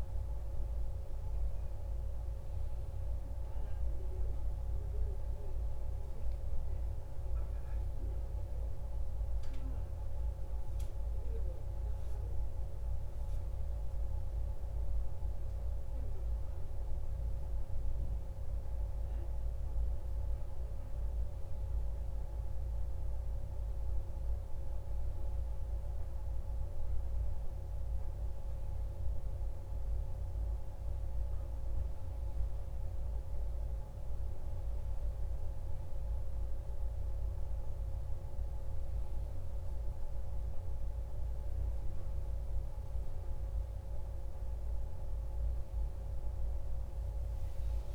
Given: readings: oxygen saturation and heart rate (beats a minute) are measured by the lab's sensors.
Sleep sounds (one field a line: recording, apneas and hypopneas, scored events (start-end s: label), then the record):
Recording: a person partly awake in a sleep study, hard to hear, by a room microphone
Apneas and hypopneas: none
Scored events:
23.00-47.95 s: new sleep stage, N1 (lightest sleep)
From the record:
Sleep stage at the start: awake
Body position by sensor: on the back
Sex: male